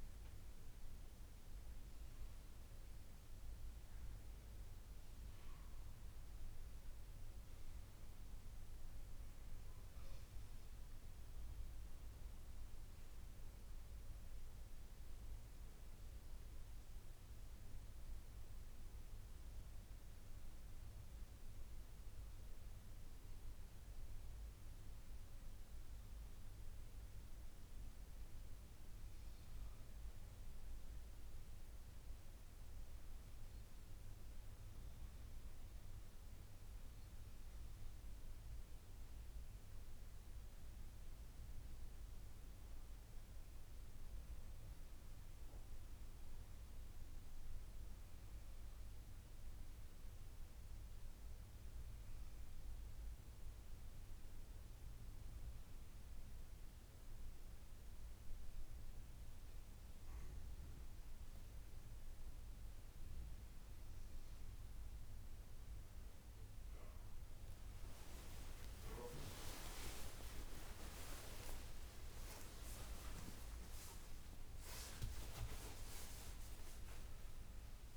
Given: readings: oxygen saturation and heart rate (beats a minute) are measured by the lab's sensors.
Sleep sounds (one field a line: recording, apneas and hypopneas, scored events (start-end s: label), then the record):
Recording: breathing in sleep by a room microphone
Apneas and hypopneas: 1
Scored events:
0.00-3.00 s: arousal
39.00-43.50 s: arousal
51.50-64.00 s: hypopnea (oxygen 98% before, 97% lowest, heart rate 55 before, 54 extreme, up 51 after)
67.50-74.50 s: tachycardia (device-marked, heart rate 58 before, 109 extreme)
69.00-74.50 s: arousal
71.00-73.00 s: long interval between heartbeats (device-marked, heart rate 57 before, 101 extreme)
75.50-77.50 s: long interval between heartbeats (device-marked, heart rate 71 before, 109 extreme)
77.50-77.97 s: new sleep stage, N1 (lightest sleep)
From the record:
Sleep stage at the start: N2 (light sleep)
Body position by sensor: on the back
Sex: female